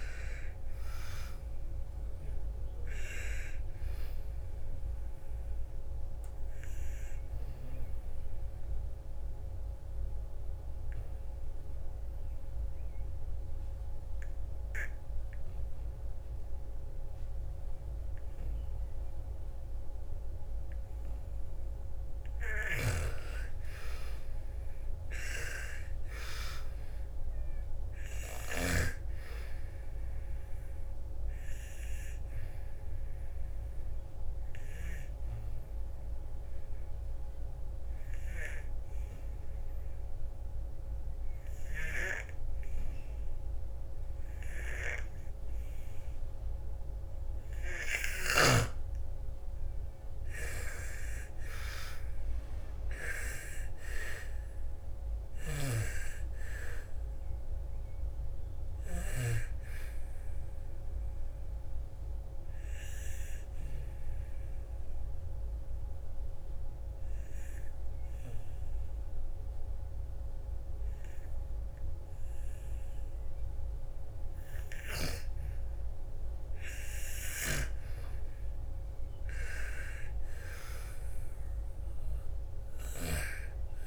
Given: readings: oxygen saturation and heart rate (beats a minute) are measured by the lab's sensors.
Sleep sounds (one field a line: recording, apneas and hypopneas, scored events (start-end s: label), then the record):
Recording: breathing in sleep by a room microphone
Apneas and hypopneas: 3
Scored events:
0.00-2.50 s: arousal
2.00-15.00 s: oxygen desaturation (device-marked, oxygen 98% before, 92% lowest, heart rate 55 before, 55 extreme)
5.00-20.50 s: obstructive apnea (oxygen 98% before, 88% lowest, heart rate 56 before, 55 extreme, up 9 after)
21.50-28.00 s: snoring (device-marked)
22.50-26.00 s: arousal
28.00-42.00 s: oxygen desaturation (device-marked, oxygen 98% before, 88% lowest, heart rate 58 before, 53 extreme)
31.50-46.50 s: obstructive apnea (oxygen 98% before, 88% lowest, heart rate 59 before, 52 extreme, up 8 after)
48.00-70.00 s: oxygen desaturation (device-marked, oxygen 98% before, 88% lowest, heart rate 60 before, 52 extreme)
49.00-53.50 s: arousal
54.50-58.50 s: snoring (device-marked)
60.50-76.00 s: obstructive apnea (oxygen 98% before, 88% lowest, heart rate 60 before, 52 extreme, up 13 after)
78.00-82.00 s: arousal
81.00-83.87 s: oxygen desaturation (device-marked, oxygen 98% before, 92% lowest, heart rate 56 before, 55 extreme)
From the record:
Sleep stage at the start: N2 (light sleep)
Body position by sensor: on the back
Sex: female